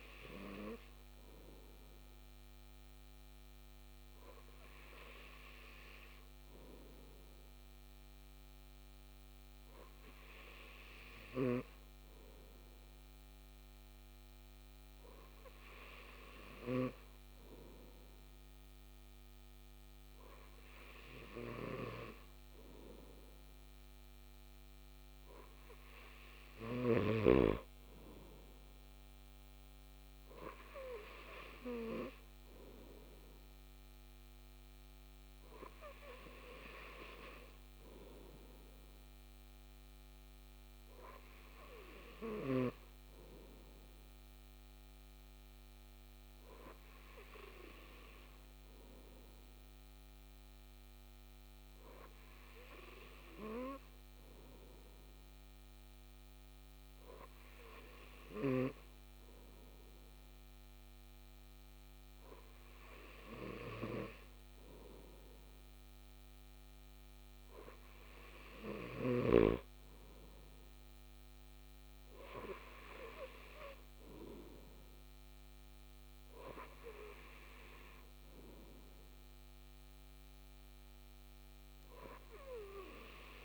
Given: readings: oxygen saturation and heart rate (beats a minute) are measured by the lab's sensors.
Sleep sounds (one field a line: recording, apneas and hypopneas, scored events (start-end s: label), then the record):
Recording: breathing in sleep by a microphone on the trachea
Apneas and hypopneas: none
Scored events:
none scored
From the record:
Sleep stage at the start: N2 (light sleep)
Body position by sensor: on the back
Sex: male